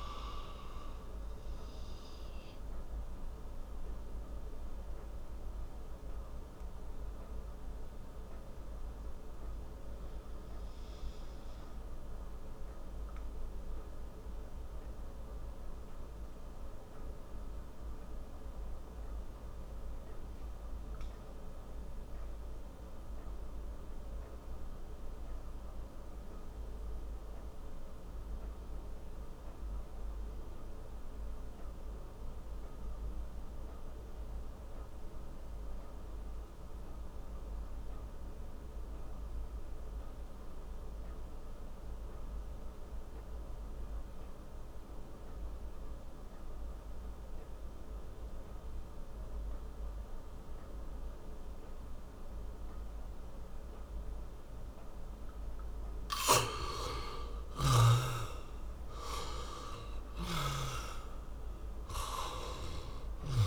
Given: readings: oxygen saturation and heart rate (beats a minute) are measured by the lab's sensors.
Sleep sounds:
breathing in sleep by a room microphone; 1
0.00-26.50 s: oxygen desaturation (device-marked, oxygen 60% lowest)
1.50-56.50 s: mixed apnea (oxygen 81% before, 60% lowest)
40.50-63.47 s: oxygen desaturation (device-marked, oxygen 97% before, 65% lowest)
58.50-62.00 s: arousal
From the record:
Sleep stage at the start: REM sleep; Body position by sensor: on the back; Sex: male

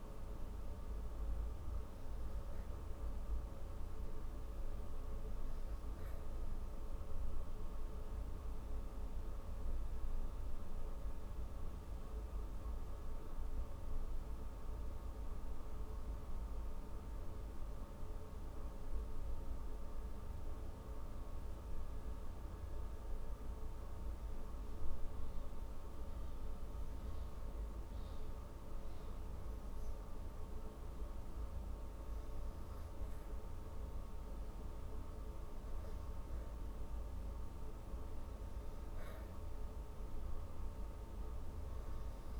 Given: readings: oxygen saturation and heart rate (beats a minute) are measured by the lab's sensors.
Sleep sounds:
breathing in sleep, hard to hear, by a room microphone; 1
0.00-2.00 s: arousal
7.00-33.50 s: hypopnea (oxygen 96% before, 88% lowest)
24.00-42.40 s: new sleep stage, REM sleep
36.50-40.00 s: arousal
From the record:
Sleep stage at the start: N2 (light sleep); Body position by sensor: on the back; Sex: female

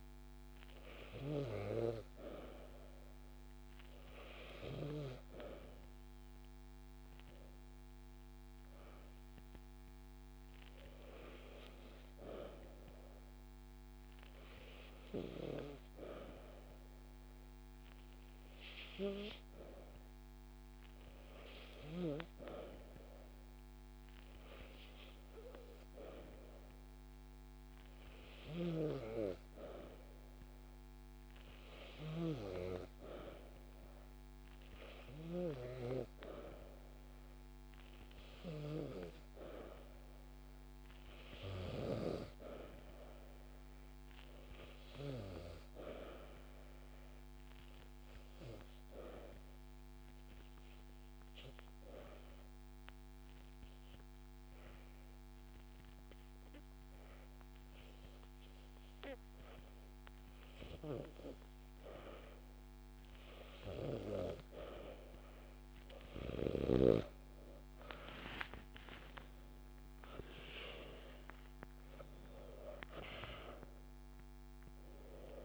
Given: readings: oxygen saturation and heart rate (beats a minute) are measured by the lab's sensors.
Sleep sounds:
breathing in sleep by a microphone on the trachea; 1
46.50-62.00 s: obstructive apnea (oxygen 95% before, 86% lowest)
61.50-63.50 s: long interval between heartbeats (device-marked)
64.00-67.50 s: arousal
67.50-75.45 s: oxygen desaturation (device-marked, oxygen 93% before, 86% lowest)
From the record:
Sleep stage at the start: N2 (light sleep); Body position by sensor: on the back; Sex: female

